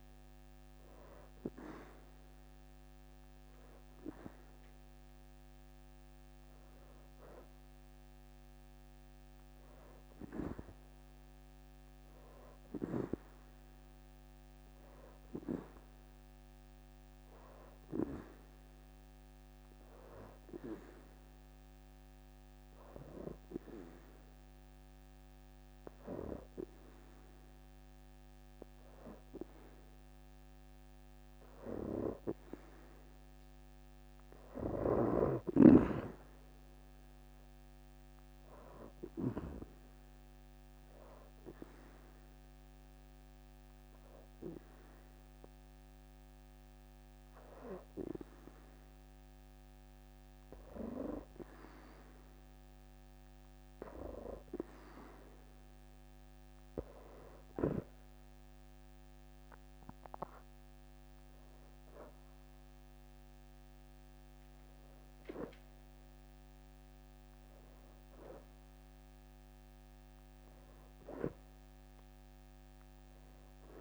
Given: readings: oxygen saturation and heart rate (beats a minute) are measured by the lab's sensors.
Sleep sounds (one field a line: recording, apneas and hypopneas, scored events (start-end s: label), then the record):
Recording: breathing in sleep by a microphone on the trachea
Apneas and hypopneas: 2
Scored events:
0.00-9.50 s: oxygen desaturation (device-marked, oxygen 89% lowest, heart rate 69 extreme)
18.50-20.00 s: leg movement (device-marked)
19.50-30.50 s: hypopnea (oxygen 92% before, 84% lowest, heart rate 76 before, 66 extreme, up 11 after)
28.50-57.50 s: oxygen desaturation (device-marked, oxygen 91% before, 84% lowest, heart rate 76 before, 66 extreme)
32.50-35.50 s: arousal
41.00-51.50 s: hypopnea (oxygen 91% before, 84% lowest, heart rate 79 before, 66 extreme, up 17 after)
56.00-61.50 s: arousal
59.50-73.81 s: oxygen desaturation (device-marked, oxygen 92% before, 85% lowest, heart rate 77 before, 79 extreme)
63.00-64.50 s: leg movement (device-marked)
From the record:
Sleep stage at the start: N2 (light sleep)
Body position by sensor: on the back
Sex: female